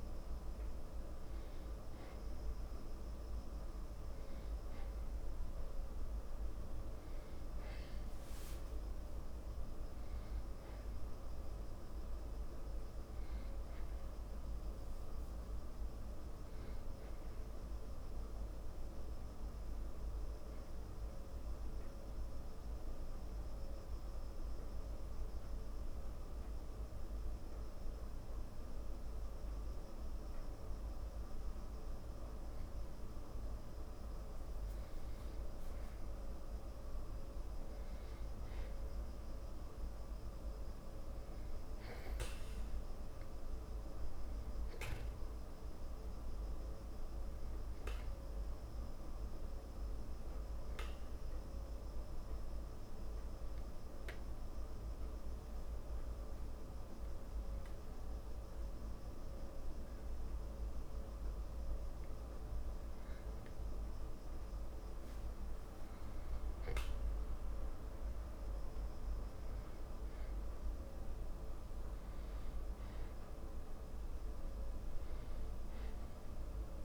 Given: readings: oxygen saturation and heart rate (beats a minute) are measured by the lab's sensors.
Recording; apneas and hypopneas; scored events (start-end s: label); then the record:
breathing in sleep, hard to hear, by a room microphone; 2
0.00-14.50 s: oxygen desaturation (device-marked, oxygen 92% lowest, heart rate 54 extreme)
15.50-19.00 s: arousal
21.50-33.50 s: central apnea (oxygen 97% before, 93% lowest, heart rate 59 before, 55 extreme, up 1 after)
36.00-40.00 s: arousal
39.50-58.50 s: oxygen desaturation (device-marked, oxygen 97% before, 93% lowest, heart rate 55 before, 55 extreme)
50.50-64.50 s: obstructive apnea (oxygen 97% before, 92% lowest, heart rate 55 before, 55 extreme, up 0 after)
67.00-72.00 s: arousal
71.50-76.85 s: oxygen desaturation (device-marked, oxygen 97% before, 93% lowest, heart rate 55 before, 54 extreme)
From the record:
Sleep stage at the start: N2 (light sleep); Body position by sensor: on the back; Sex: male